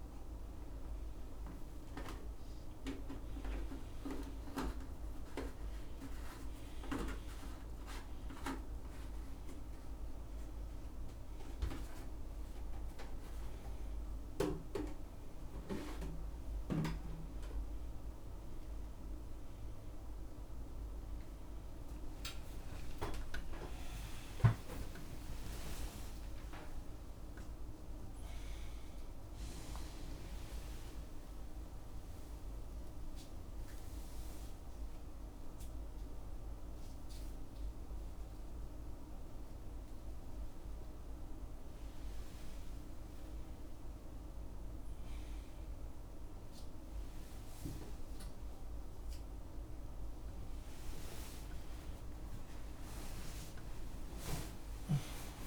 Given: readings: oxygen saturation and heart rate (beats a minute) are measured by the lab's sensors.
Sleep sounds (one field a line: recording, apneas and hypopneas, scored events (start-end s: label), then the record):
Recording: a person awake in a sleep study, by a room microphone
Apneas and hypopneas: none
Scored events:
4.50-8.50 s: tachycardia (device-marked, heart rate 84 before, 101 extreme)
12.50-22.50 s: oxygen desaturation (device-marked, oxygen 99% before, 96% lowest, heart rate 98 before, 83 extreme)
22.50-28.50 s: tachycardia (device-marked, heart rate 85 before, 109 extreme)
25.50-27.50 s: long interval between heartbeats (device-marked, heart rate 96 before, 108 extreme)
46.50-55.47 s: oxygen desaturation (device-marked, oxygen 98% before, 92% lowest, heart rate 91 before, 83 extreme)
53.50-55.47 s: tachycardia (device-marked, heart rate 87 before, 118 extreme)
From the record:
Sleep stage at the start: awake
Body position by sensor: on the right side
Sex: male